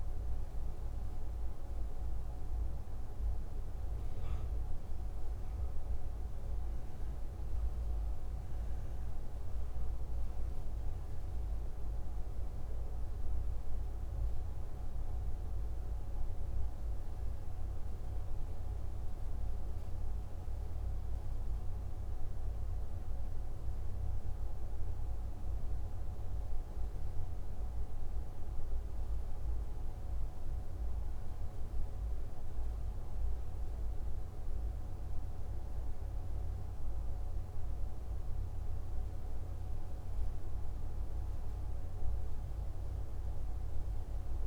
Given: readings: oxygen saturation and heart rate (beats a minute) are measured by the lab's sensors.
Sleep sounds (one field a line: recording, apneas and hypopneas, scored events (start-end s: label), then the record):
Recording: breathing in sleep, hard to hear, by a room microphone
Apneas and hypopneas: none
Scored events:
none scored
From the record:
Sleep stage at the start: REM sleep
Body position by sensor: on the back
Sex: male